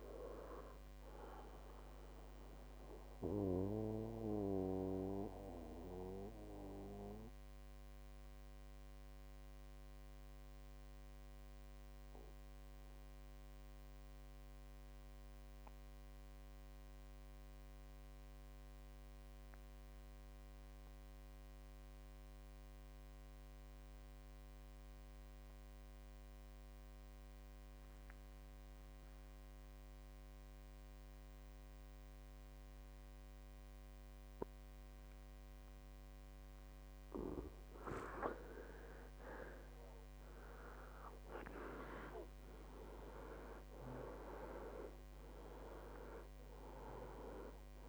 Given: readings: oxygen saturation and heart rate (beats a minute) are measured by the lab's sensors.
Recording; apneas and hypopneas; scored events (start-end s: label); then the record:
breathing in sleep by a microphone on the trachea; 1
0.00-18.00 s: oxygen desaturation (device-marked, oxygen 89% lowest, heart rate 59 extreme)
3.00-36.50 s: mixed apnea (oxygen 98% before, 89% lowest, heart rate 74 before, 59 extreme, up 19 after)
38.00-47.89 s: oxygen desaturation (device-marked, oxygen 98% before, 90% lowest, heart rate 62 before, 57 extreme)
38.50-43.00 s: arousal
From the record:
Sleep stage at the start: N2 (light sleep); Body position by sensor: on the back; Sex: male